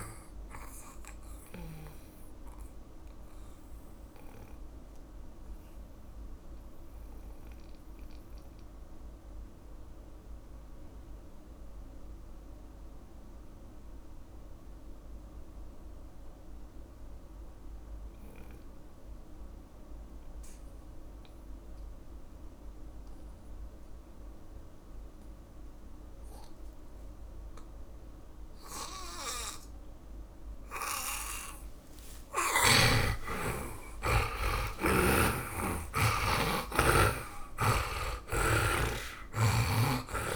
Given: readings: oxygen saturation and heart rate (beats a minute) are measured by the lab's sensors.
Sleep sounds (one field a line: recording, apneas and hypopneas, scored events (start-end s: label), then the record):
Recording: breathing in sleep by a room microphone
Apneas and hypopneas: 1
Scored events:
0.00-2.50 s: snoring (device-marked)
0.00-17.50 s: oxygen desaturation (device-marked, oxygen 78% lowest)
1.00-31.00 s: mixed apnea (oxygen 100% before, 78% lowest)
26.50-40.36 s: oxygen desaturation (device-marked, oxygen 100% before, 79% lowest)
33.50-38.50 s: arousal
From the record:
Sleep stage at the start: N2 (light sleep)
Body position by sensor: on the back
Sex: male